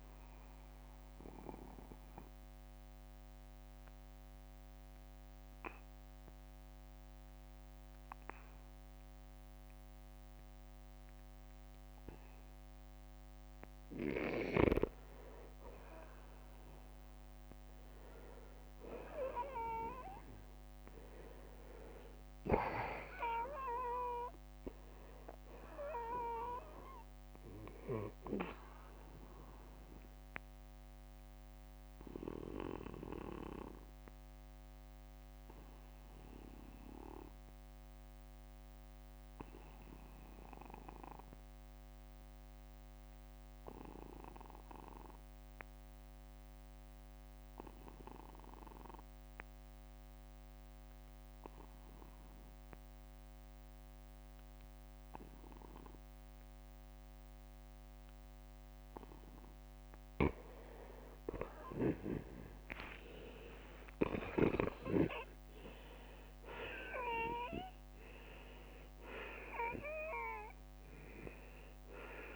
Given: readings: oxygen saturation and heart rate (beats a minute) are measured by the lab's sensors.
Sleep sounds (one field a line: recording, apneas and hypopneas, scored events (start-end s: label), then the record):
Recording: breathing in sleep by a microphone on the trachea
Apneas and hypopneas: 2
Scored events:
0.00-14.00 s: oxygen desaturation (device-marked, oxygen 88% lowest, heart rate 53 extreme)
1.50-13.50 s: obstructive apnea (oxygen 96% before, 88% lowest, heart rate 60 before, 53 extreme, up 8 after)
18.50-23.00 s: arousal
29.50-59.00 s: obstructive apnea (oxygen 95% before, 84% lowest, heart rate 61 before, 46 extreme, up 14 after)
30.50-32.50 s: long interval between heartbeats (device-marked, heart rate 62 before, 65 extreme)
48.00-50.00 s: long interval between heartbeats (device-marked, heart rate 56 before, 57 extreme)
49.00-58.00 s: oxygen desaturation (device-marked, oxygen 95% before, 91% lowest, heart rate 56 before, 49 extreme)
51.50-53.50 s: long interval between heartbeats (device-marked, heart rate 55 before, 58 extreme)
56.00-58.00 s: long interval between heartbeats (device-marked, heart rate 54 before, 49 extreme)
62.50-67.00 s: arousal
From the record:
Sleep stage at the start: N2 (light sleep)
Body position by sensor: on the back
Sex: male